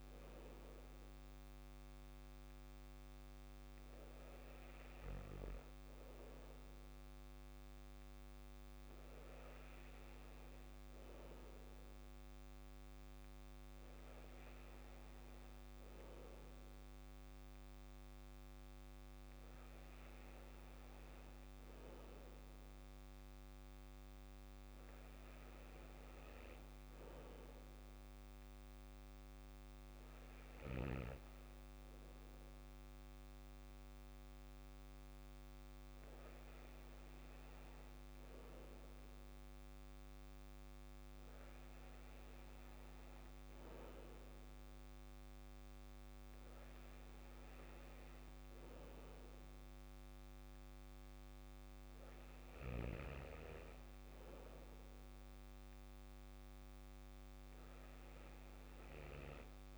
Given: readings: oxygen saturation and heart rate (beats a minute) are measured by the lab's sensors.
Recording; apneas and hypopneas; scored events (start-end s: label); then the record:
breathing in sleep by a microphone on the trachea; none
none scored
From the record:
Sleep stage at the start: N2 (light sleep); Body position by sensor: on the back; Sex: male